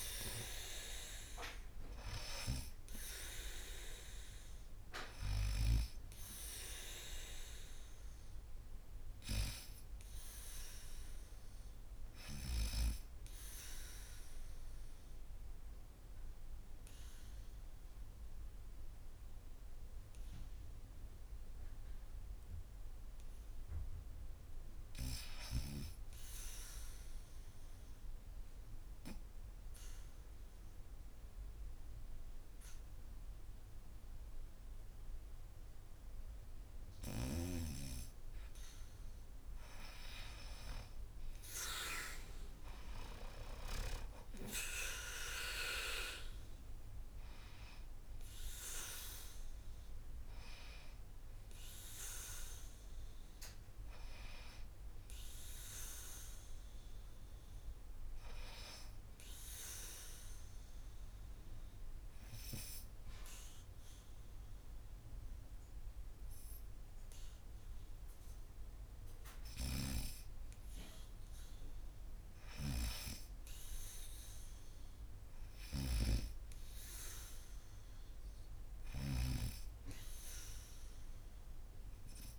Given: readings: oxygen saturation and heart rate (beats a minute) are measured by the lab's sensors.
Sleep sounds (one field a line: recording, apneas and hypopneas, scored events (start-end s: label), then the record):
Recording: breathing in sleep by a room microphone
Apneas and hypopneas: 3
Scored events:
0.00-16.50 s: oxygen desaturation (device-marked, oxygen 94% lowest, heart rate 73 extreme)
12.00-22.50 s: obstructive apnea (oxygen 97% before, 86% lowest, heart rate 80 before, 73 extreme, up 0 after)
23.50-26.00 s: arousal
28.00-39.00 s: obstructive apnea (oxygen 98% before, 86% lowest, heart rate 78 before, 74 extreme, up 9 after)
31.50-59.50 s: oxygen desaturation (device-marked, oxygen 98% before, 86% lowest, heart rate 77 before, 74 extreme)
42.00-46.00 s: arousal
58.50-69.50 s: obstructive apnea (oxygen 97% before, 88% lowest, heart rate 82 before, 77 extreme, up 0 after)
71.00-74.50 s: arousal
72.00-79.00 s: snoring (device-marked)
From the record:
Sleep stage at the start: N2 (light sleep)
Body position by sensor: on the back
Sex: female